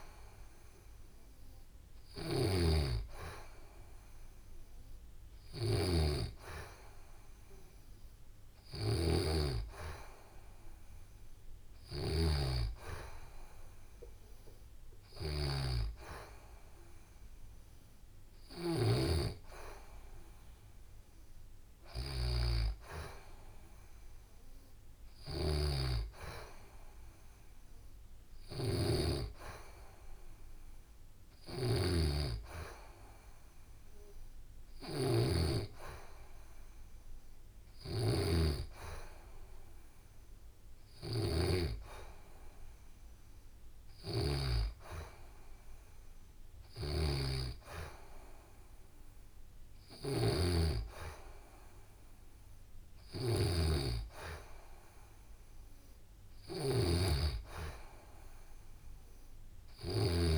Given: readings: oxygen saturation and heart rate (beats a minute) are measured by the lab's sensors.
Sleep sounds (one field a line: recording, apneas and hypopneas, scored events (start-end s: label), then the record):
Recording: breathing in sleep by a room microphone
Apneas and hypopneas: none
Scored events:
0.00-44.00 s: snoring (device-marked)
46.00-60.38 s: snoring (device-marked)
From the record:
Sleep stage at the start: N2 (light sleep)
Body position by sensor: on the back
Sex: female